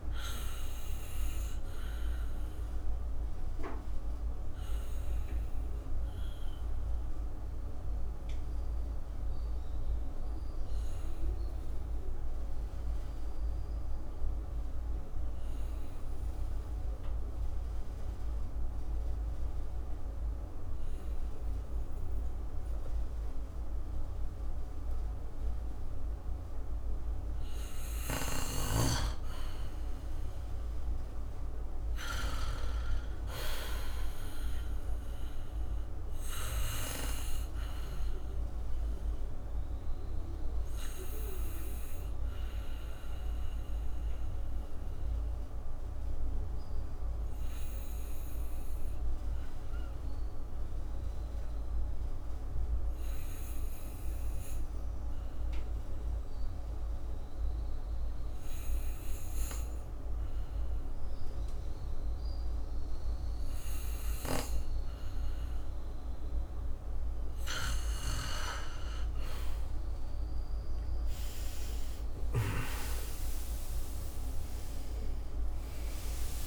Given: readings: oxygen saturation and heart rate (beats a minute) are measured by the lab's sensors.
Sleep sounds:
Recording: breathing in sleep by a room microphone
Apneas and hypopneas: 2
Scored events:
2.50-29.00 s: obstructive apnea (oxygen 98% before, 85% lowest, heart rate 56 before, 51 extreme, up 8 after)
17.50-27.50 s: oxygen desaturation (device-marked, oxygen 95% before, 90% lowest, heart rate 56 before, 51 extreme)
30.00-33.00 s: arousal
35.00-67.00 s: obstructive apnea (oxygen 97% before, 85% lowest, heart rate 55 before, 51 extreme, up 24 after)
35.50-58.50 s: oxygen desaturation (device-marked, oxygen 97% before, 85% lowest, heart rate 55 before, 51 extreme)
64.50-76.47 s: oxygen desaturation (device-marked, oxygen 97% before, 86% lowest, heart rate 54 before, 57 extreme)
72.00-76.47 s: arousal
74.50-76.47 s: long interval between heartbeats (device-marked, heart rate 58 before, 78 extreme)
From the record:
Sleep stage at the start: N2 (light sleep)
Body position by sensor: on the back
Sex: male

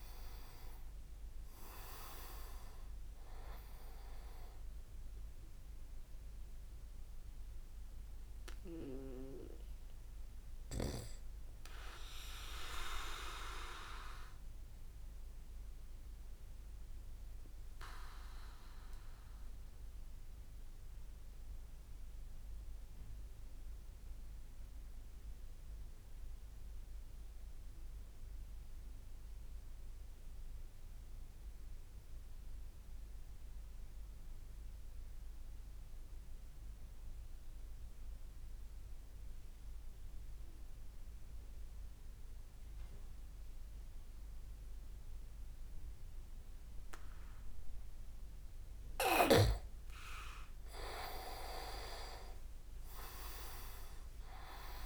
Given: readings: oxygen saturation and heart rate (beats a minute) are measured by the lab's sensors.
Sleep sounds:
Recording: breathing in sleep by a room microphone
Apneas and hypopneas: 1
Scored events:
0.00-1.00 s: arousal
0.00-2.50 s: leg movement (device-marked)
0.00-25.50 s: oxygen desaturation (device-marked, oxygen 88% lowest)
8.00-47.50 s: obstructive apnea (oxygen 98% before, 88% lowest)
41.50-54.85 s: oxygen desaturation (device-marked, oxygen 98% before, 89% lowest)
50.50-54.85 s: arousal
From the record:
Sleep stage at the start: N2 (light sleep)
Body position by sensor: on the back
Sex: male

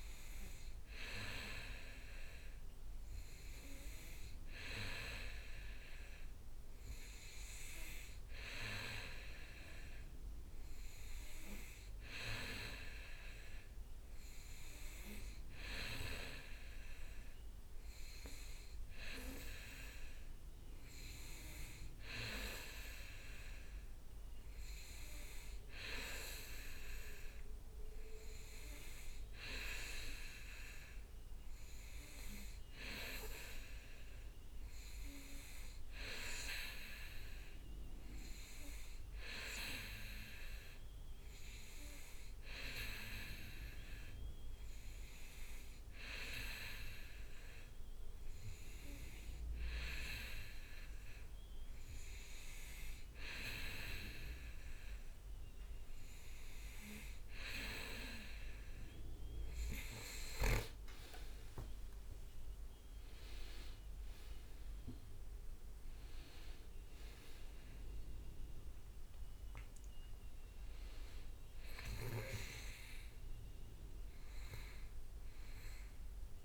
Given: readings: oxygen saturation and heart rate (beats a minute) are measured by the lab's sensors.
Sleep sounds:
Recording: breathing in sleep by a room microphone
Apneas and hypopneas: none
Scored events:
21.50-31.50 s: leg movement (device-marked)
42.50-47.50 s: leg movement (device-marked)
54.00-56.50 s: leg movement (device-marked)
60.50-64.50 s: leg movement (device-marked)
62.50-67.00 s: arousal
71.00-75.50 s: leg movement (device-marked)
From the record:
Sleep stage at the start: N2 (light sleep)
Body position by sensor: on the back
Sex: male

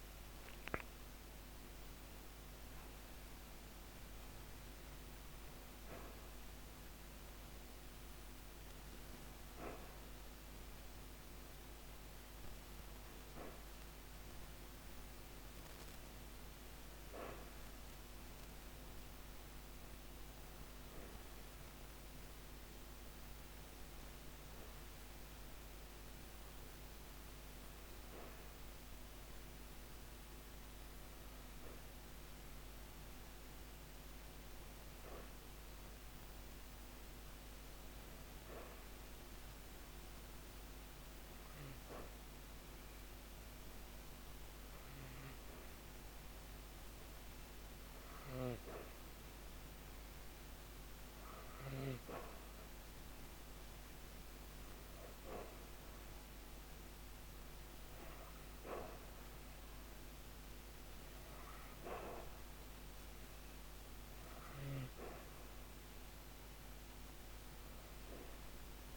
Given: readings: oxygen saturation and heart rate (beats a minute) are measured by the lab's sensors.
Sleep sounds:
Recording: breathing in sleep, hard to hear, by a microphone on the trachea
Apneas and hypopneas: 1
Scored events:
21.00-44.00 s: hypopnea (oxygen 96% before, 94% lowest, heart rate 138 before, 87 extreme, up 50 after)
45.50-49.00 s: arousal
From the record:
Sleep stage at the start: N2 (light sleep)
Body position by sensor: on the back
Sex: female

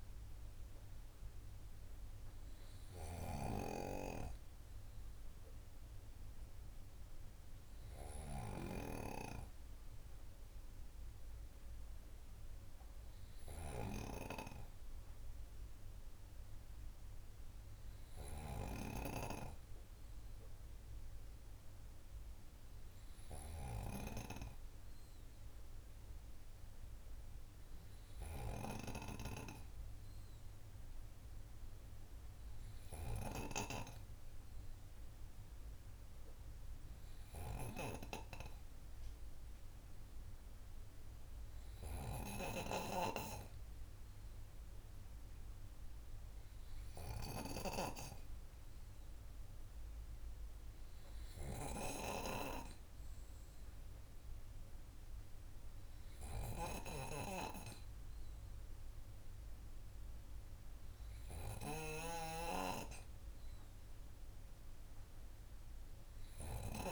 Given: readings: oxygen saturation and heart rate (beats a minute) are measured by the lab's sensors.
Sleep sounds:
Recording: breathing in sleep by a room microphone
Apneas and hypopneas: none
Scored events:
none scored
From the record:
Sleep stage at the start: N2 (light sleep)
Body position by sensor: on the right side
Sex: male

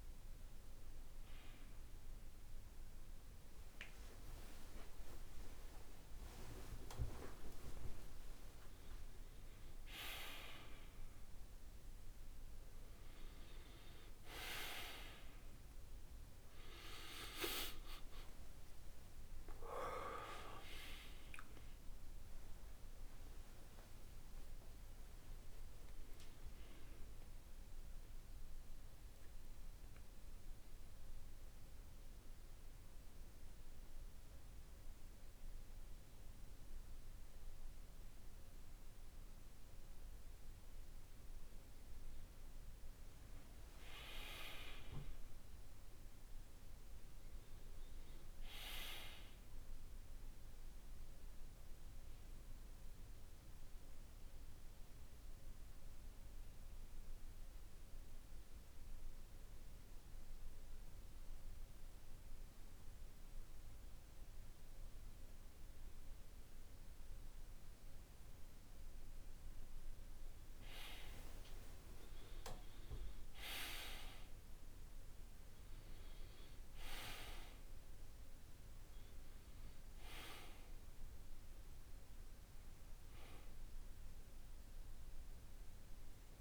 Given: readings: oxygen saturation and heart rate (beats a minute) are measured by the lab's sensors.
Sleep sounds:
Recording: a person partly awake in a sleep study, by a room microphone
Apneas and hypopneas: 2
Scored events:
24.50-54.50 s: new sleep stage, N1 (lightest sleep)
27.50-40.00 s: central apnea (oxygen 98% before, 95% lowest, heart rate 70 before, 48 extreme, up 2 after)
43.50-47.50 s: arousal
52.50-68.00 s: central apnea (oxygen 98% before, 94% lowest, heart rate 50 before, 49 extreme, up 5 after)
54.50-86.41 s: new sleep stage, N2 (light sleep)
71.50-76.00 s: arousal
From the record:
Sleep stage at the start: awake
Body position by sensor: on the back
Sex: male

